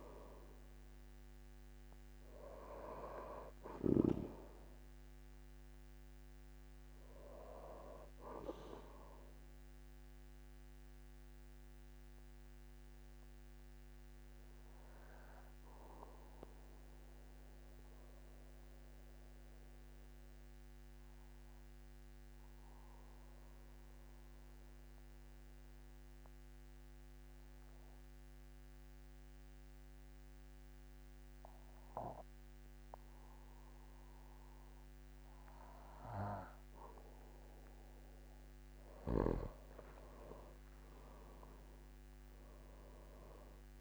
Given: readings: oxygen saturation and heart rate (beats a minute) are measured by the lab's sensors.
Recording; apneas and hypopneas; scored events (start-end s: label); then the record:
breathing in sleep by a microphone on the trachea; 1
0.00-22.00 s: oxygen desaturation (device-marked, oxygen 99% before, 94% lowest, heart rate 49 before, 48 extreme)
11.50-38.50 s: obstructive apnea (oxygen 99% before, 91% lowest, heart rate 52 before, 45 extreme, up 15 after)
36.00-43.81 s: oxygen desaturation (device-marked, oxygen 99% before, 91% lowest, heart rate 49 before, 45 extreme)
41.00-43.81 s: arousal
From the record:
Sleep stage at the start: N2 (light sleep); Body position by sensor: on the back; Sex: male